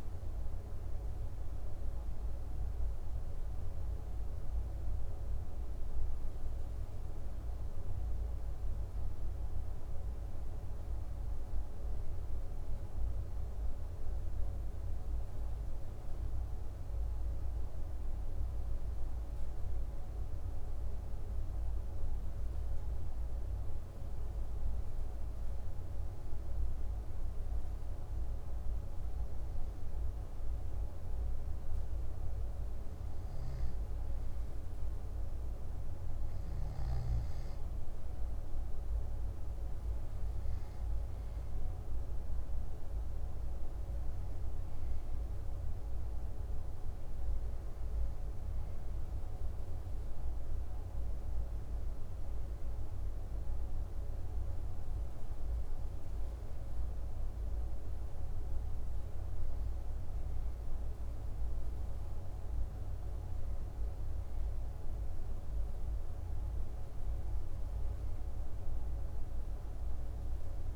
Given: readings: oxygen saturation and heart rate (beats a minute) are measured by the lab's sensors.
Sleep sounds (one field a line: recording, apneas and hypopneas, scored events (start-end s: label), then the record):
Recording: breathing in sleep, hard to hear, by a room microphone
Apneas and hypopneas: none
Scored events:
none scored
From the record:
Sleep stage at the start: N2 (light sleep)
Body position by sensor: on the back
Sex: male